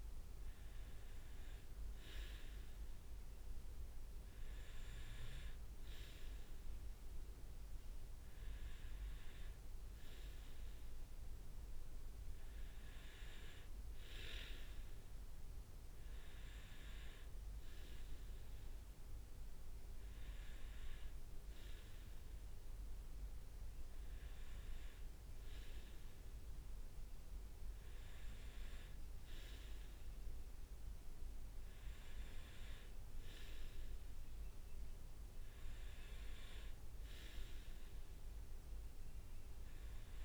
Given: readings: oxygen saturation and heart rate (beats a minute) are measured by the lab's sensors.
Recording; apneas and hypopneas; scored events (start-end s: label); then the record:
breathing in sleep by a room microphone; none
none scored
From the record:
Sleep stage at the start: N2 (light sleep); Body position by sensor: on the right side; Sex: male